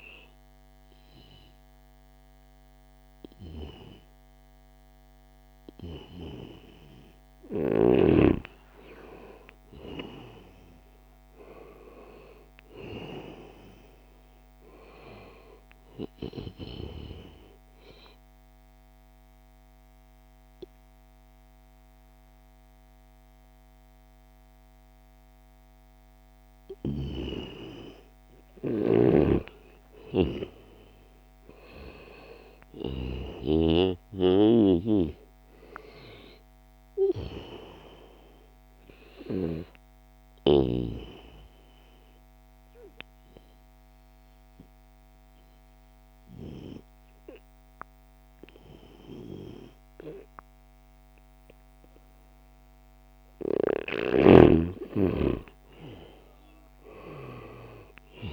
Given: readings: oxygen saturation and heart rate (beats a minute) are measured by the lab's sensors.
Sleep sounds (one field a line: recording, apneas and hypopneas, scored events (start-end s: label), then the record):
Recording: breathing in sleep by a microphone on the trachea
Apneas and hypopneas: 2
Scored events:
0.00-7.00 s: oxygen desaturation (device-marked, oxygen 95% before, 91% lowest, heart rate 83 before, 75 extreme)
8.50-12.50 s: arousal
17.00-27.00 s: mixed apnea (oxygen 95% before, 89% lowest, heart rate 81 before, 72 extreme, up 0 after)
30.00-34.00 s: arousal
37.00-58.33 s: new sleep stage, N2 (light sleep)
38.00-49.00 s: oxygen desaturation (device-marked, oxygen 95% before, 91% lowest, heart rate 79 before, 71 extreme)
40.50-52.50 s: obstructive apnea (oxygen 95% before, 89% lowest, heart rate 79 before, 71 extreme, up 6 after)
55.00-58.33 s: arousal
From the record:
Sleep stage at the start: N1 (lightest sleep)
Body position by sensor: on the back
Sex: male